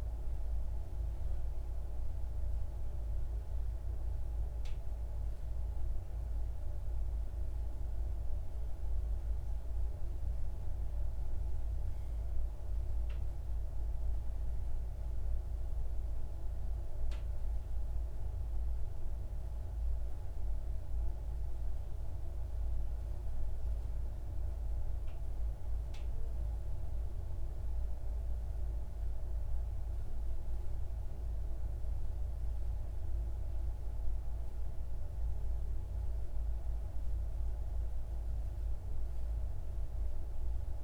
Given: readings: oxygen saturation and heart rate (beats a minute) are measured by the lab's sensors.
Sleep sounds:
breathing in sleep, hard to hear, by a room microphone; none
none scored
From the record:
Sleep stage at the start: N2 (light sleep); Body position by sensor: on the left side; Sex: male

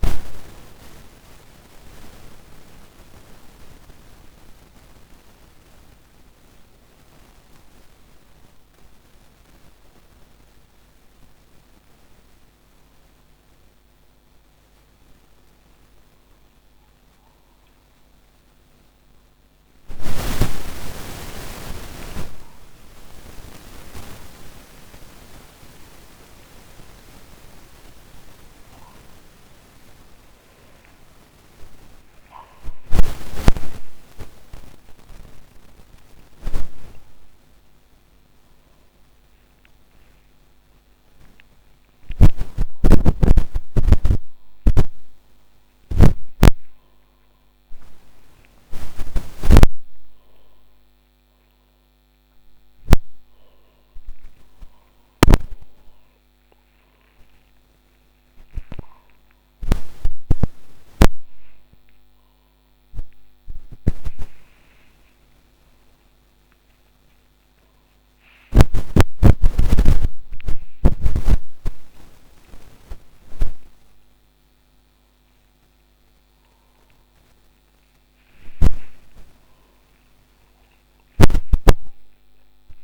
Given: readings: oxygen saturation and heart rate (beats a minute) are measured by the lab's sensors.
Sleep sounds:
a person awake in a sleep study, by a microphone on the trachea; none
none scored
From the record:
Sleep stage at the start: awake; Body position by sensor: upright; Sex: male

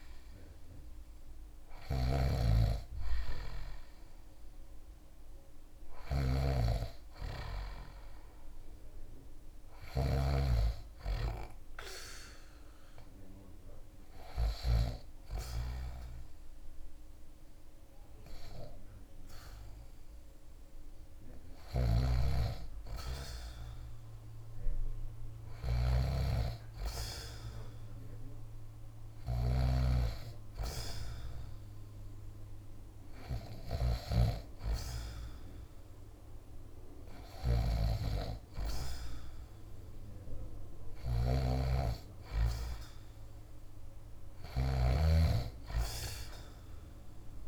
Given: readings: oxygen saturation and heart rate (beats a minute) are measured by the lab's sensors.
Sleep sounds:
breathing in sleep by a room microphone; none
0.00-9.50 s: snoring (device-marked)
20.50-47.48 s: snoring (device-marked)
From the record:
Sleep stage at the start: N2 (light sleep); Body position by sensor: on the back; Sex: male

